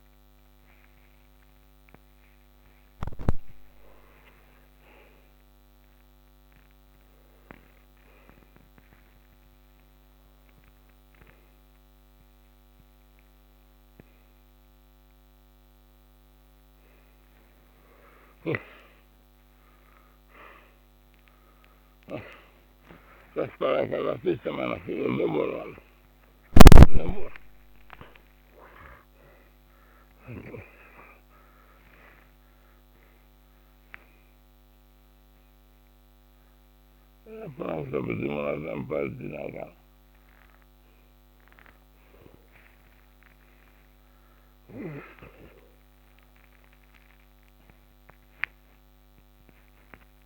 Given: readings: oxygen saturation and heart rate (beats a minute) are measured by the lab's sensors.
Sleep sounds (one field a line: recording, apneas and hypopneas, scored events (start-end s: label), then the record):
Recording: a person awake in a sleep study, by a microphone on the trachea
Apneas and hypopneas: none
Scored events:
23.00-27.00 s: snoring (device-marked)
From the record:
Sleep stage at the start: awake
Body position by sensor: upright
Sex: male